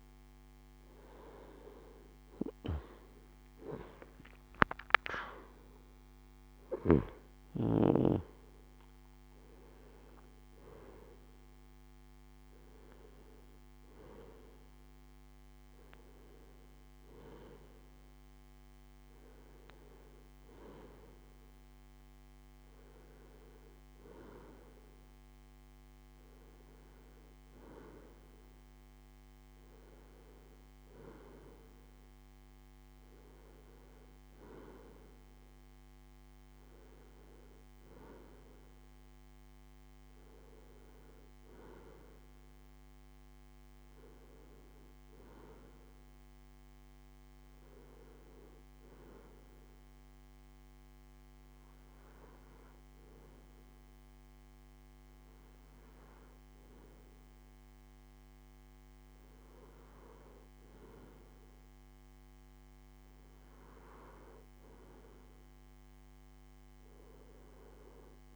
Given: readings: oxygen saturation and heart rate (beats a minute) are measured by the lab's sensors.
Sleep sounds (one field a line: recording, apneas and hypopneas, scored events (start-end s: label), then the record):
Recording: breathing in sleep by a microphone on the trachea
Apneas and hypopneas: none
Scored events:
0.00-4.00 s: arousal
From the record:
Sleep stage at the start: N2 (light sleep)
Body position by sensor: on the left side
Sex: male